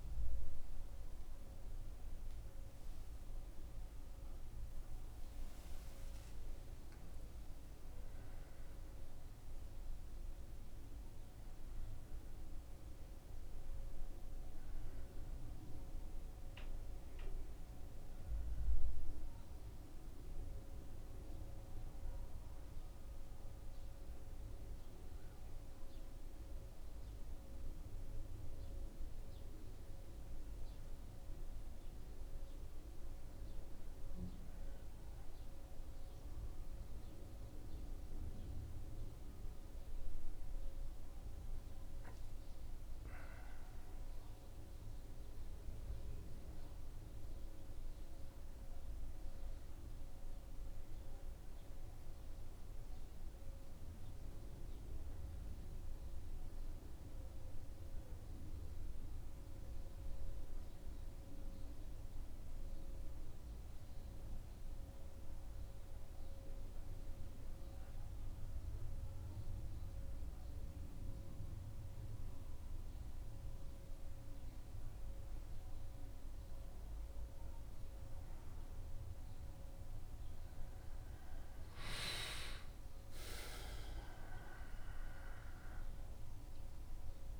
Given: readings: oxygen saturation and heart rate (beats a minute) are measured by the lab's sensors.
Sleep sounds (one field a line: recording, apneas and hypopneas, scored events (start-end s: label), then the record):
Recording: a person partly awake in a sleep study, hard to hear, by a room microphone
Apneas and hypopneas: 1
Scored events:
20.00-87.40 s: new sleep stage, N1 (lightest sleep)
40.00-51.00 s: oxygen desaturation (device-marked, oxygen 97% before, 93% lowest, heart rate 76 before, 75 extreme)
53.50-58.00 s: arousal
62.00-79.00 s: mixed apnea (oxygen 97% before, 94% lowest, heart rate 77 before, 75 extreme, up 1 after)
66.00-80.00 s: oxygen desaturation (device-marked, oxygen 97% before, 94% lowest, heart rate 77 before, 75 extreme)
80.00-85.50 s: arousal
From the record:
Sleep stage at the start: awake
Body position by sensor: on the back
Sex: male